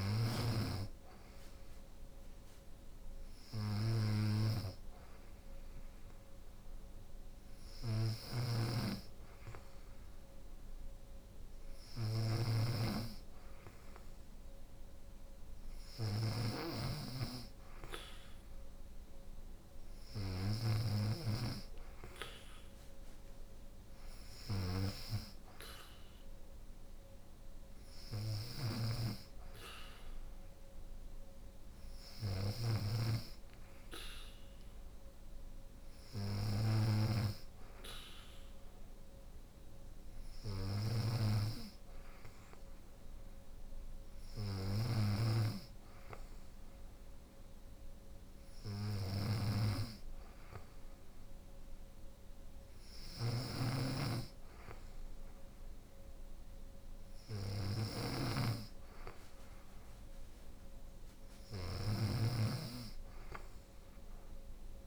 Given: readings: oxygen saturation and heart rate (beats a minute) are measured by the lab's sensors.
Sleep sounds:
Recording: breathing in sleep by a room microphone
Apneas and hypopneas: none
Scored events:
0.00-64.86 s: snoring (device-marked)
From the record:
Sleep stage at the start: N2 (light sleep)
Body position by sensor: on the right side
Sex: female

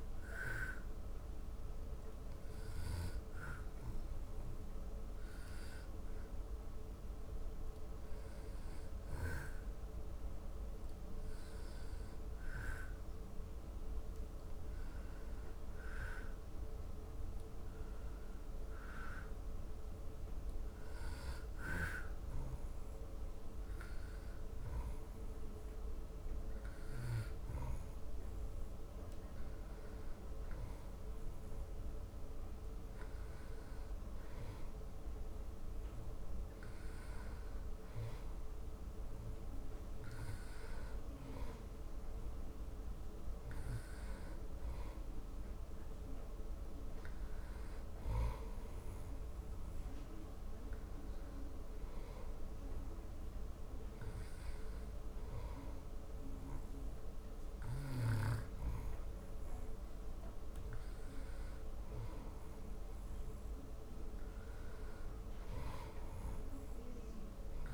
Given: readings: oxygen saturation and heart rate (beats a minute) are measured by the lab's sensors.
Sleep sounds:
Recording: breathing in sleep, hard to hear, by a room microphone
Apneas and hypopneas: none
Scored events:
none scored
From the record:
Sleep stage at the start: N2 (light sleep)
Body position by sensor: on the back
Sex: male

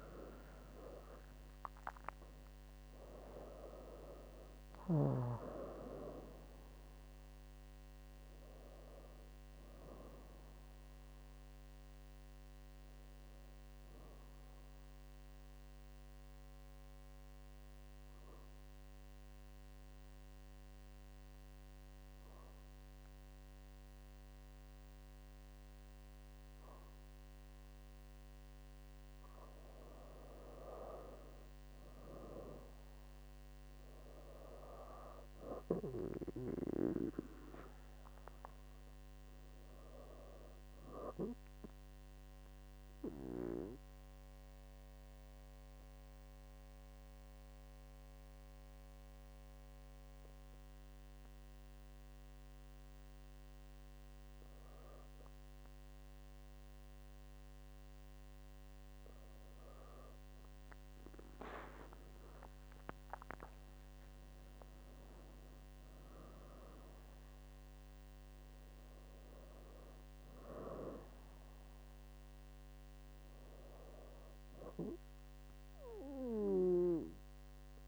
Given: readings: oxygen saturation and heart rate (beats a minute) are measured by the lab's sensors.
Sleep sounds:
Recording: breathing in sleep by a microphone on the trachea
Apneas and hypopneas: 2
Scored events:
0.00-2.00 s: arousal
13.50-29.50 s: obstructive apnea (oxygen 97% before, 96% lowest, heart rate 75 before, 67 extreme, up 4 after)
31.00-35.00 s: arousal
42.00-60.00 s: obstructive apnea (oxygen 99% before, 96% lowest, heart rate 71 before, 67 extreme, up 8 after)
61.50-65.50 s: arousal
From the record:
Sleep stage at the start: N2 (light sleep)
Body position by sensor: on the back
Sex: female

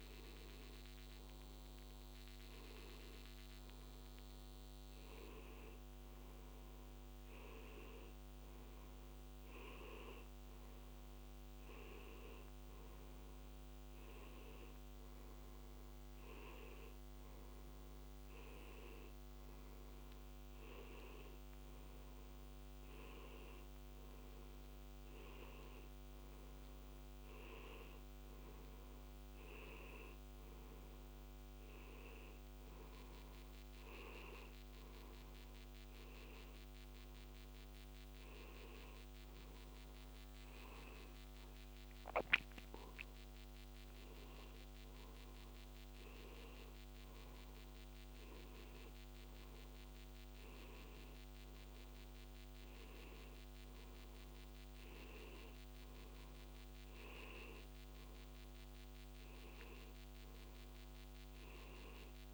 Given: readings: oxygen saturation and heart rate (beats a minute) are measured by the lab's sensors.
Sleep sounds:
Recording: a person awake in a sleep study, hard to hear, by a microphone on the trachea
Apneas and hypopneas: none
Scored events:
58.00-62.34 s: new sleep stage, N1 (lightest sleep)
From the record:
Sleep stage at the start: awake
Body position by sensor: on the back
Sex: male

